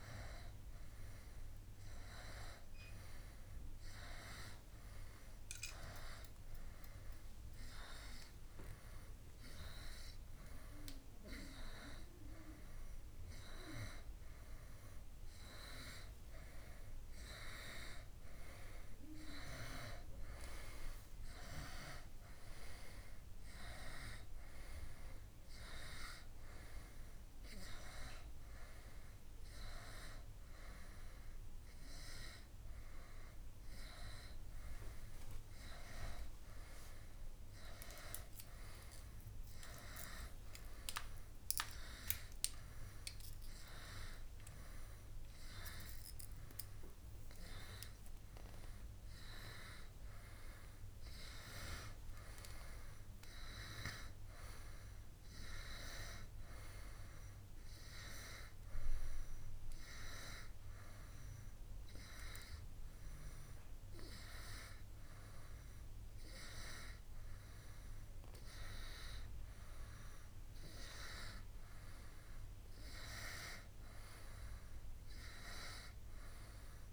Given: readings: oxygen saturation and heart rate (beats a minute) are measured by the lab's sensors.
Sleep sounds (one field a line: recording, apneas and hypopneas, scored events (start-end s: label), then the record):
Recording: breathing in sleep by a room microphone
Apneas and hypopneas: none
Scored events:
0.00-5.50 s: oxygen desaturation (device-marked, oxygen 91% lowest, heart rate 69 extreme)
8.50-10.50 s: long interval between heartbeats (device-marked, heart rate 71 before, 80 extreme)
11.50-13.50 s: long interval between heartbeats (device-marked, heart rate 73 before, 97 extreme)
21.50-23.50 s: long interval between heartbeats (device-marked, heart rate 79 before, 88 extreme)
40.50-76.93 s: new sleep stage, N2 (light sleep)
55.50-57.50 s: long interval between heartbeats (device-marked, heart rate 71 before, 79 extreme)
From the record:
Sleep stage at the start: N1 (lightest sleep)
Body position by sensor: on the back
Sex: male